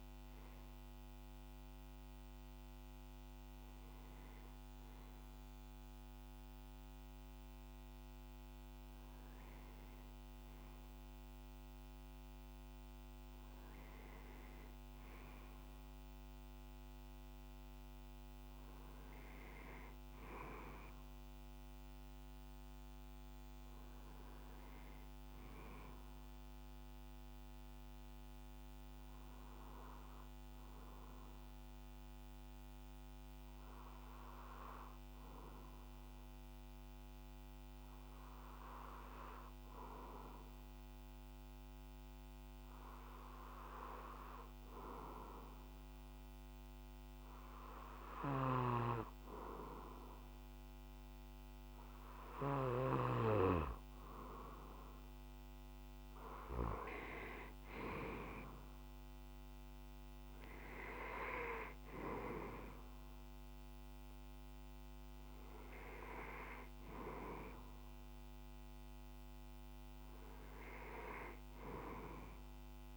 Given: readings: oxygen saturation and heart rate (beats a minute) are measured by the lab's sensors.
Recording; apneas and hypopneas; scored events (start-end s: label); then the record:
breathing in sleep by a microphone on the trachea; 1
29.00-53.50 s: hypopnea (oxygen 97% before, 95% lowest)
56.50-61.00 s: arousal
From the record:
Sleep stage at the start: N2 (light sleep); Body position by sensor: on the back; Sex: male